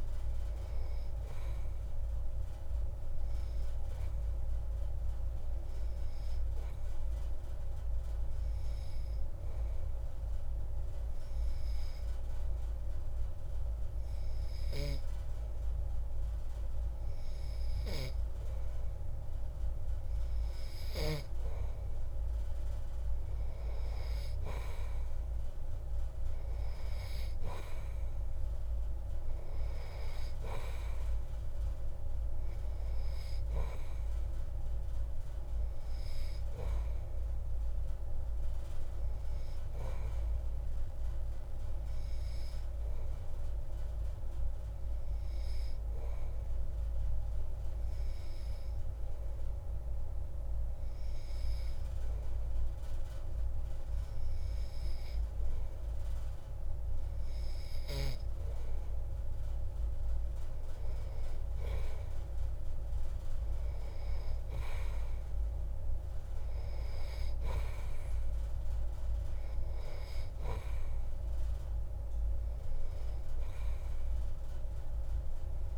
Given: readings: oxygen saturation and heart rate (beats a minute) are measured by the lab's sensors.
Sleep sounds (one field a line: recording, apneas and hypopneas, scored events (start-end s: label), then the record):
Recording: breathing in sleep by a room microphone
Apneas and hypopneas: 2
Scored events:
7.50-20.00 s: obstructive apnea (oxygen 95% before, 92% lowest)
23.00-27.50 s: arousal
44.00-57.50 s: hypopnea (oxygen 94% before, 92% lowest)
60.00-64.50 s: arousal
From the record:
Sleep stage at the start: N2 (light sleep)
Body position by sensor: on the back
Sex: male